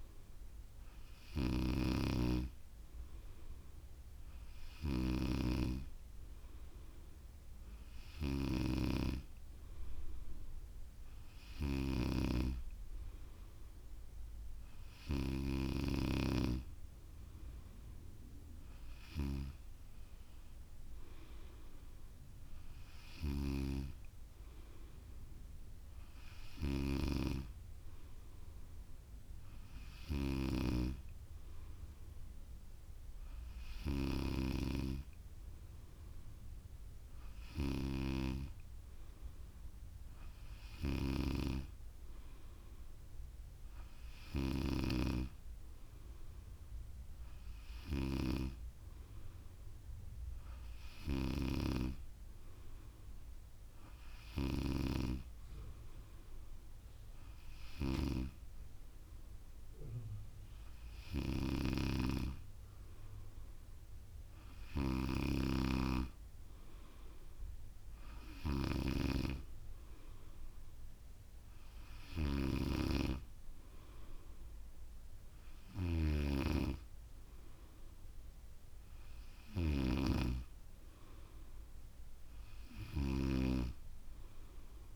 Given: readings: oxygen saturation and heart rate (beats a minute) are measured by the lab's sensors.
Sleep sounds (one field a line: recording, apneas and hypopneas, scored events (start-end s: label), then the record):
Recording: breathing in sleep by a room microphone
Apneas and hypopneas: none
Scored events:
none scored
From the record:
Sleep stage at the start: N3 (deep sleep)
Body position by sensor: on the back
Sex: female